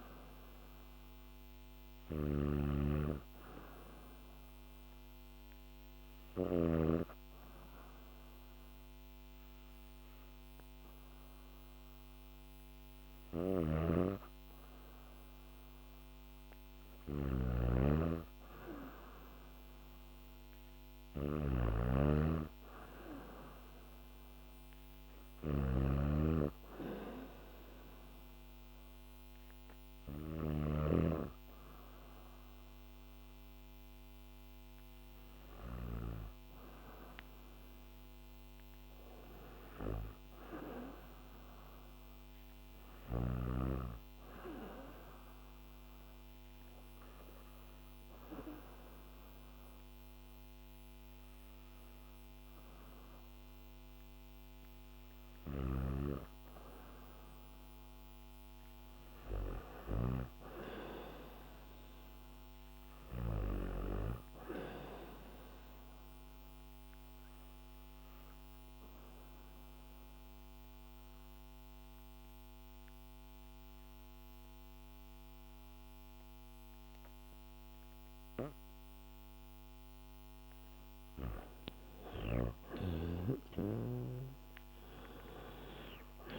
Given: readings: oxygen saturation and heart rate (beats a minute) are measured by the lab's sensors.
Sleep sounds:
breathing in sleep by a microphone on the trachea; 1
0.00-6.00 s: snoring (device-marked)
12.50-35.50 s: snoring (device-marked)
20.50-35.50 s: oxygen desaturation (device-marked, oxygen 98% before, 95% lowest, heart rate 68 before, 68 extreme)
55.00-59.50 s: snoring (device-marked)
69.00-81.00 s: obstructive apnea (oxygen 98% before, 93% lowest, heart rate 70 before, 62 extreme, up 4 after)
From the record:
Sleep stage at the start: N2 (light sleep); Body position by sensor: on the back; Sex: female

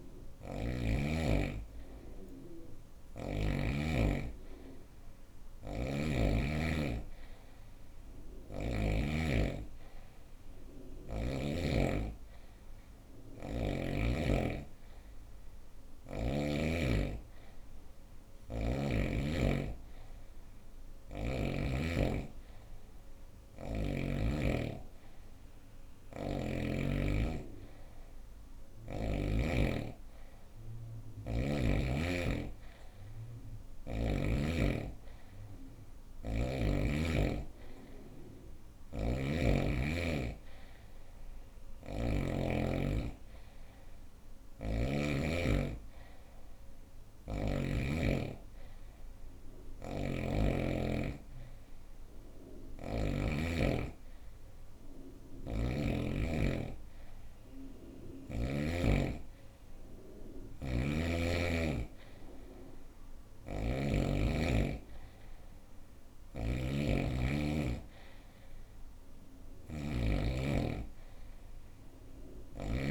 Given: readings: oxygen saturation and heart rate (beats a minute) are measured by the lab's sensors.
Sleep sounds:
breathing in sleep by a room microphone; none
0.00-3.00 s: snoring (device-marked)
17.50-21.00 s: snoring (device-marked)
38.00-41.50 s: snoring (device-marked)
43.50-47.00 s: snoring (device-marked)
49.00-52.50 s: snoring (device-marked)
54.50-58.00 s: snoring (device-marked)
62.50-72.91 s: snoring (device-marked)
From the record:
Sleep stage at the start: N2 (light sleep); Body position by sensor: on the right side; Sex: female

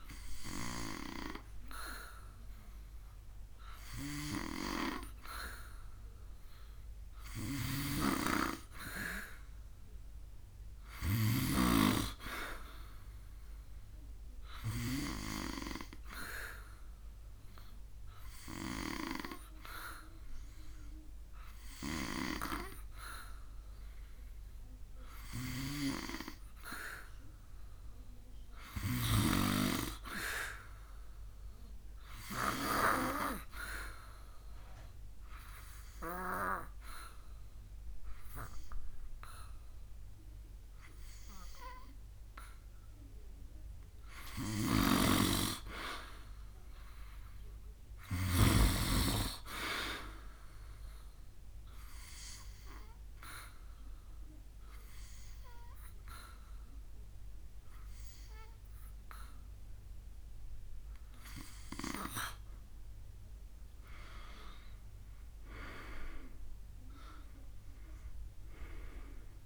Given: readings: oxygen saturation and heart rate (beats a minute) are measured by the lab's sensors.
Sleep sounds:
breathing in sleep by a room microphone; 3
0.00-6.00 s: oxygen desaturation (device-marked, oxygen 89% lowest, heart rate 75 extreme)
7.00-11.00 s: snoring (device-marked)
14.00-25.50 s: obstructive apnea (oxygen 93% before, 91% lowest, heart rate 76 before, 73 extreme, up 1 after)
28.00-31.00 s: arousal
34.50-44.50 s: obstructive apnea (oxygen 93% before, 91% lowest, heart rate 76 before, 68 extreme, up 1 after)
44.00-48.50 s: snoring (device-marked)
46.00-49.50 s: arousal
53.50-64.00 s: obstructive apnea (oxygen 93% before, 91% lowest, heart rate 75 before, 68 extreme, up 12 after)
67.00-69.46 s: arousal
From the record:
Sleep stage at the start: N2 (light sleep); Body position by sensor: on the back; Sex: male

